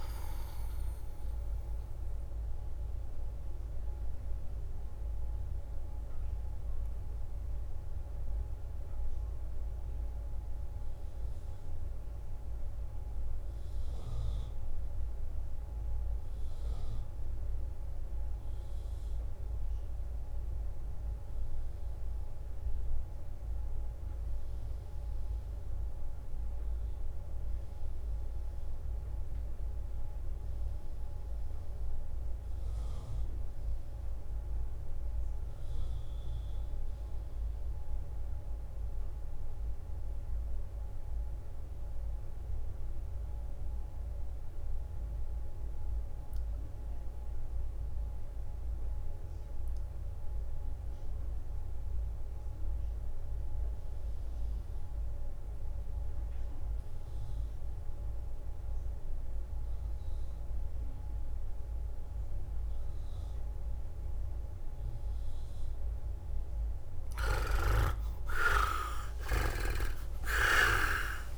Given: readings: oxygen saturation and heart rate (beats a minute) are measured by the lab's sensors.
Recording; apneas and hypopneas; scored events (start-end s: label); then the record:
breathing in sleep, hard to hear, by a room microphone; 1
0.00-6.00 s: drop in pulse transit time (device-marked, heart rate 53 extreme)
4.50-65.00 s: obstructive apnea (oxygen 100% before, 76% lowest, heart rate 57 before, 50 extreme, up 39 after)
10.00-26.00 s: oxygen desaturation (device-marked, oxygen 98% before, 93% lowest, heart rate 56 before, 52 extreme)
32.00-55.00 s: drop in pulse transit time (device-marked, heart rate 54 before, 57 extreme)
33.00-71.38 s: oxygen desaturation (device-marked, oxygen 98% before, 76% lowest, heart rate 54 before, 48 extreme)
68.00-71.38 s: arousal
69.50-71.38 s: leg movement (device-marked)
70.00-71.38 s: tachycardia (device-marked, heart rate 58 before, 115 extreme)
From the record:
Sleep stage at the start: REM sleep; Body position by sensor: on the right side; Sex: male